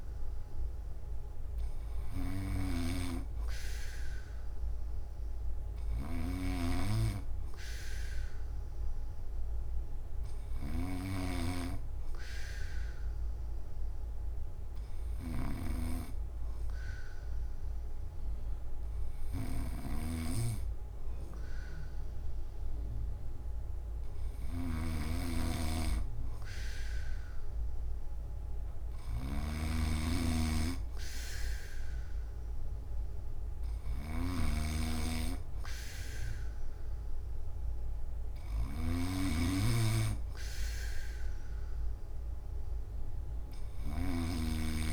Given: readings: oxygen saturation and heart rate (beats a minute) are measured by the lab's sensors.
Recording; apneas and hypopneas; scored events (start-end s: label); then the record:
breathing in sleep by a room microphone; none
0.00-44.93 s: snoring (device-marked)
33.50-44.93 s: oxygen desaturation (device-marked, oxygen 96% before, 93% lowest)
From the record:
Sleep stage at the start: N2 (light sleep); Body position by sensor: on the back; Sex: male